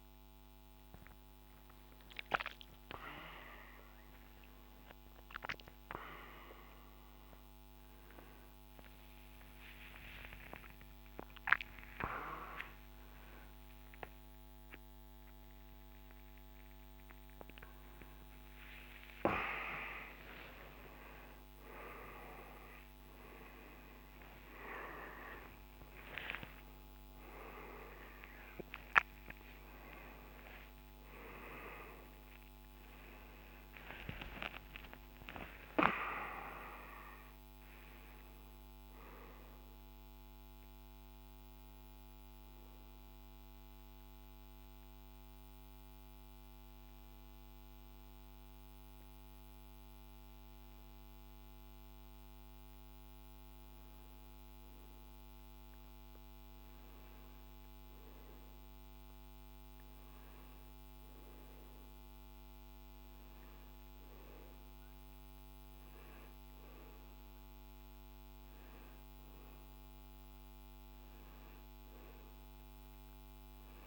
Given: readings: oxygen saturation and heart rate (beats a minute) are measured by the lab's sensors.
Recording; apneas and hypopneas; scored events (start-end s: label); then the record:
a person awake in a sleep study, by a microphone on the trachea; 1
0.00-4.50 s: oxygen desaturation (device-marked, oxygen 95% lowest, heart rate 70 extreme)
24.50-35.50 s: oxygen desaturation (device-marked, oxygen 96% before, 92% lowest, heart rate 76 before, 67 extreme)
42.50-53.50 s: hypopnea (oxygen 98% before, 94% lowest, heart rate 83 before, 62 extreme, up 1 after)
43.50-73.86 s: new sleep stage, N2 (light sleep)
55.50-59.50 s: arousal
60.50-73.50 s: oxygen desaturation (device-marked, oxygen 98% before, 94% lowest, heart rate 71 before, 60 extreme)
From the record:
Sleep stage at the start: awake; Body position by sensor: on the right side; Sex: male